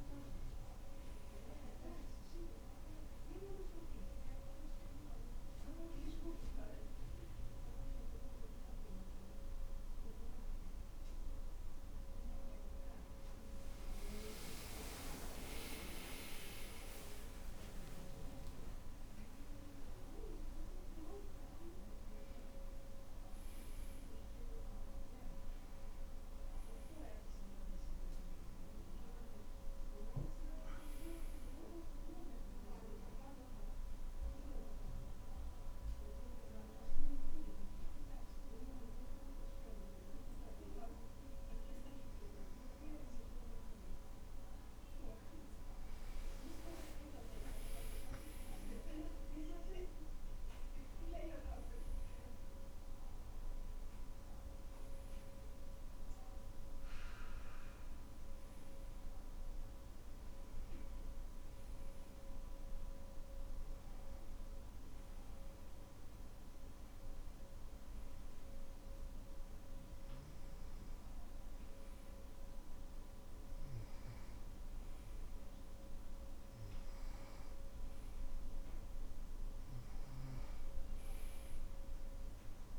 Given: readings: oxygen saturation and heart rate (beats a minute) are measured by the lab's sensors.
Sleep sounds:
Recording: breathing in sleep by a room microphone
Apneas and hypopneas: none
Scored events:
16.50-20.50 s: arousal
From the record:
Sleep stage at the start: N2 (light sleep)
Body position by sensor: on the back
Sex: male

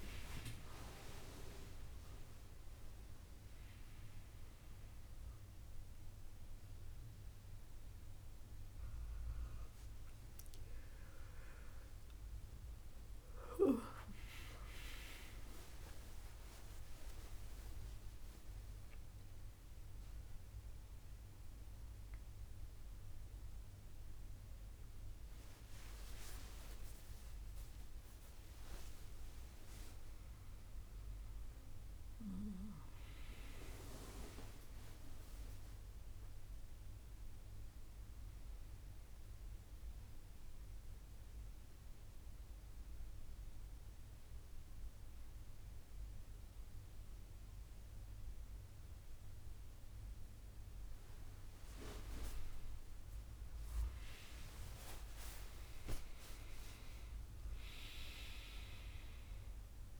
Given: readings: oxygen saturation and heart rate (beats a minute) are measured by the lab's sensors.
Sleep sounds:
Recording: a person partly awake in a sleep study, by a room microphone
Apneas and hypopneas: 1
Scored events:
28.00-60.00 s: new sleep stage, N1 (lightest sleep)
41.00-51.50 s: central apnea (oxygen 99% before, 94% lowest, heart rate 85 before, 71 extreme, up 27 after)
53.00-57.00 s: arousal
From the record:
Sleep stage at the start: awake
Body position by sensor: on the back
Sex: female

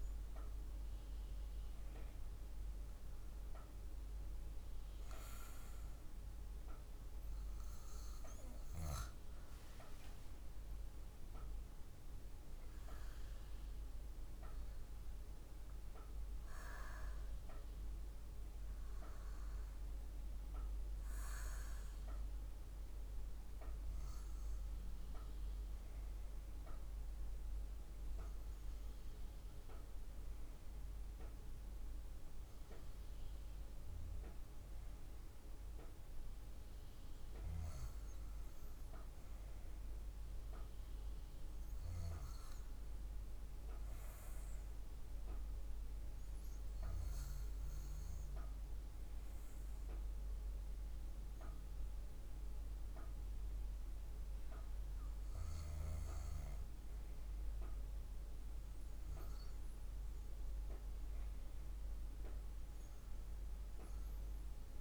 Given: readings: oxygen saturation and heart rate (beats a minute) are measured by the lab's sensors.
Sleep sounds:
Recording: breathing in sleep by a room microphone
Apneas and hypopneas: none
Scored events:
0.00-16.00 s: oxygen desaturation (device-marked, oxygen 95% before, 92% lowest, heart rate 57 before, 53 extreme)
From the record:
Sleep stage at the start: REM sleep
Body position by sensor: on the back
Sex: female

